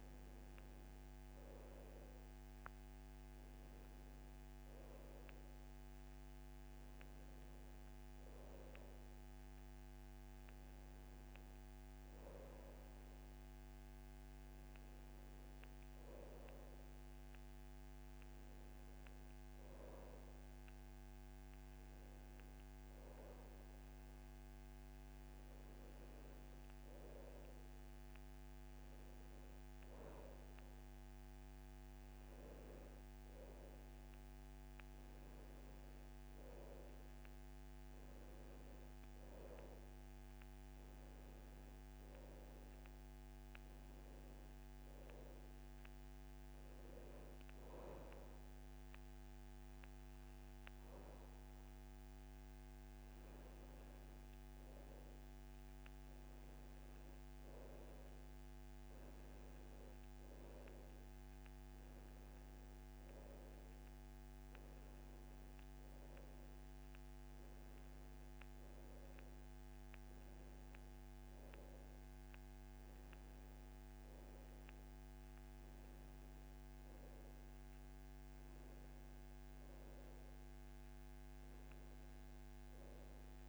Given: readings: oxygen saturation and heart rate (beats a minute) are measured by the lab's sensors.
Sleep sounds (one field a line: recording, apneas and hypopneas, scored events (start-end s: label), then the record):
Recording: breathing in sleep, hard to hear, by a microphone on the trachea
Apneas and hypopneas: none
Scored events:
30.00-83.49 s: new sleep stage, N2 (light sleep)
From the record:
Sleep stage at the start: N1 (lightest sleep)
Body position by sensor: on the back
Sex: male